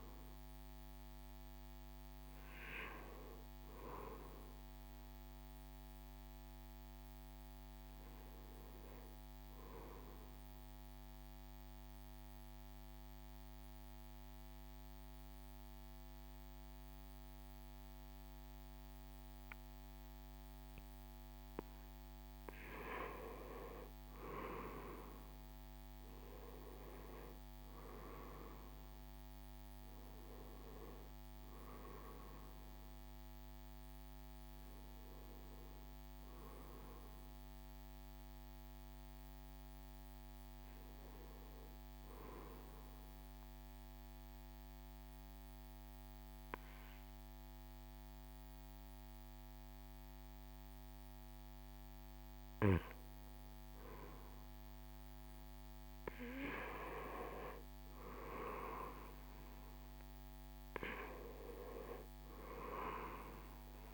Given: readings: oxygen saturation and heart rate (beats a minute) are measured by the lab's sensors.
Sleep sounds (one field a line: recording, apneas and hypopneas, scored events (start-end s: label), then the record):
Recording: breathing in sleep by a microphone on the trachea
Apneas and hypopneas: 2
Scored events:
0.00-14.00 s: oxygen desaturation (device-marked, oxygen 94% before, 90% lowest, heart rate 69 before, 66 extreme)
10.50-21.00 s: obstructive apnea (oxygen 95% before, 86% lowest, heart rate 71 before, 66 extreme, up 3 after)
22.50-27.00 s: arousal
27.00-44.00 s: oxygen desaturation (device-marked, oxygen 95% before, 86% lowest, heart rate 69 before, 64 extreme)
29.00-46.00 s: drop in pulse transit time (device-marked, heart rate 69 before, 70 extreme)
42.50-53.00 s: obstructive apnea (oxygen 96% before, 88% lowest, heart rate 72 before, 62 extreme, up 2 after)
56.00-60.50 s: arousal
60.00-63.94 s: new sleep stage, N2 (light sleep)
60.00-63.94 s: oxygen desaturation (device-marked, oxygen 96% before, 88% lowest, heart rate 67 before, 62 extreme)
From the record:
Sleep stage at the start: N1 (lightest sleep)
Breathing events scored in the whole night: 538 in 7.3 hours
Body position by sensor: on the right side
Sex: male